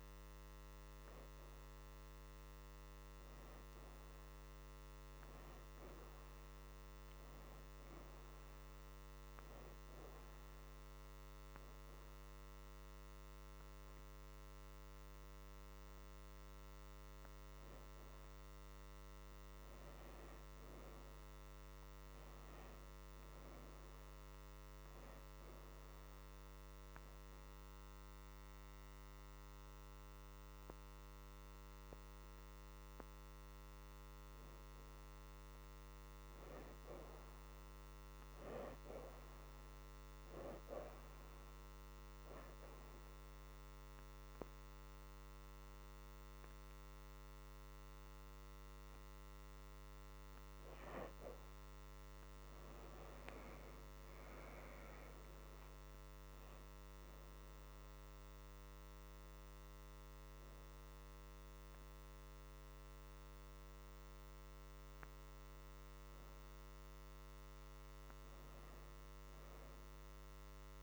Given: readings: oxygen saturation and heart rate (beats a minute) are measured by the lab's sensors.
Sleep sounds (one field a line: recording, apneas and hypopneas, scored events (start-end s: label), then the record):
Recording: breathing in sleep, hard to hear, by a microphone on the trachea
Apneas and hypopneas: 3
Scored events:
1.00-10.00 s: oxygen desaturation (device-marked, oxygen 85% before, 76% lowest, heart rate 81 before, 82 extreme)
9.00-20.00 s: hypopnea (oxygen 87% before, 68% lowest, heart rate 84 before, 77 extreme, up 2 after)
12.00-24.00 s: oxygen desaturation (device-marked, oxygen 83% before, 77% lowest, heart rate 85 before, 77 extreme)
21.50-24.00 s: arousal
26.00-36.00 s: hypopnea (oxygen 85% before, 68% lowest, heart rate 86 before, 77 extreme, up 3 after)
26.00-42.00 s: oxygen desaturation (device-marked, oxygen 84% before, 73% lowest, heart rate 86 before, 77 extreme)
41.50-51.50 s: hypopnea (oxygen 84% before, 68% lowest, heart rate 82 before, 76 extreme, up 6 after)
44.00-56.00 s: oxygen desaturation (device-marked, oxygen 82% before, 74% lowest, heart rate 82 before, 76 extreme)
56.00-61.00 s: arousal
63.00-70.83 s: oxygen desaturation (device-marked, oxygen 82% before, 68% lowest, heart rate 83 before, 76 extreme)
From the record:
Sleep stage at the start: N2 (light sleep)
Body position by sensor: on the back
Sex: female